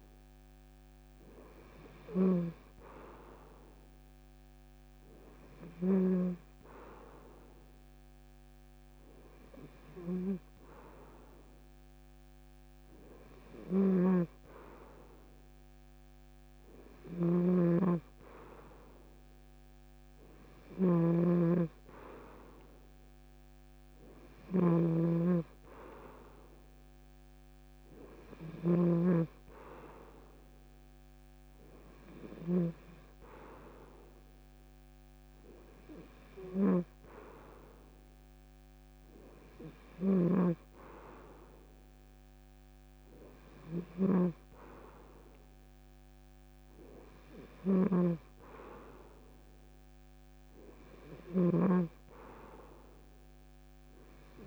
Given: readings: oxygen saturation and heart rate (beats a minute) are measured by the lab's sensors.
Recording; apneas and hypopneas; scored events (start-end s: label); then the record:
breathing in sleep by a microphone on the trachea; none
0.00-54.46 s: snoring (device-marked)
From the record:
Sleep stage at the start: N2 (light sleep); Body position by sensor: on the front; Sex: male